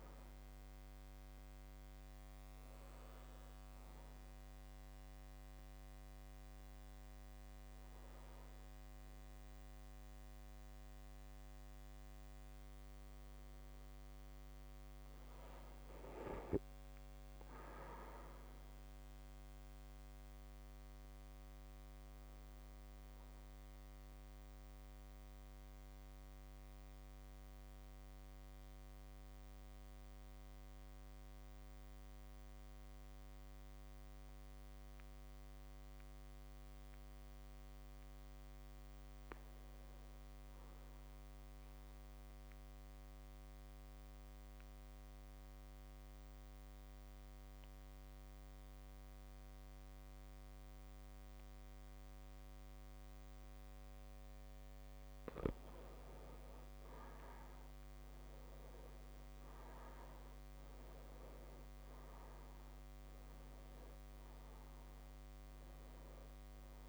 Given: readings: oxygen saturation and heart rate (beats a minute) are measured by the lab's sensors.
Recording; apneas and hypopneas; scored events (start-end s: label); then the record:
a person partly awake in a sleep study, hard to hear, by a microphone on the trachea; 1
0.00-14.00 s: oxygen desaturation (device-marked, oxygen 87% lowest)
20.00-66.89 s: new sleep stage, N2 (light sleep)
23.50-54.50 s: mixed apnea (oxygen 100% before, 90% lowest)
27.50-29.50 s: long interval between heartbeats (device-marked)
56.00-60.00 s: arousal
58.00-66.89 s: oxygen desaturation (device-marked, oxygen 99% before, 90% lowest)
From the record:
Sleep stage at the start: awake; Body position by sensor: on the back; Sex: male